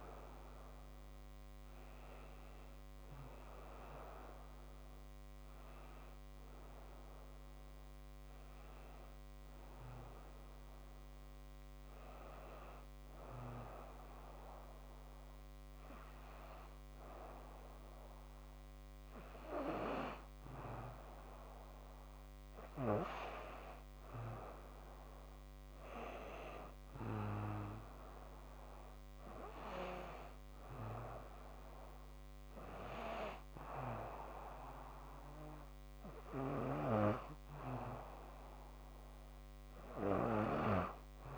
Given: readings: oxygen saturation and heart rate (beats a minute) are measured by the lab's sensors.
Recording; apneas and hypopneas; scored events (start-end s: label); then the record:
breathing in sleep by a microphone on the trachea; none
18.00-41.38 s: new sleep stage, N2 (light sleep)
From the record:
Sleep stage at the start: N1 (lightest sleep); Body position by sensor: on the back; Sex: female